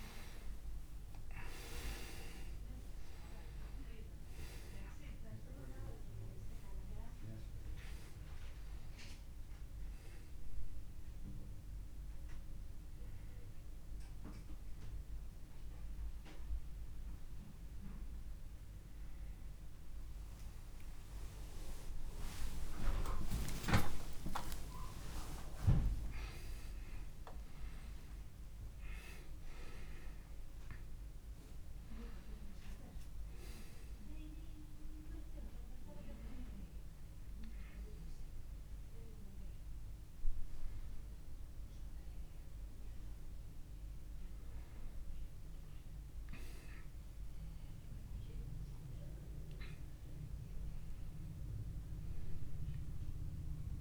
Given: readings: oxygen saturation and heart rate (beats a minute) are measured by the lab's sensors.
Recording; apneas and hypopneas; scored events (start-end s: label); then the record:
a person awake in a sleep study, by a room microphone; none
0.00-24.00 s: oxygen desaturation (device-marked, oxygen 86% lowest, heart rate 28 extreme)
15.00-45.00 s: new sleep stage, awake
45.00-53.81 s: new sleep stage, N1 (lightest sleep)
From the record:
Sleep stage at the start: N2 (light sleep); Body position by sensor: on the back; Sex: male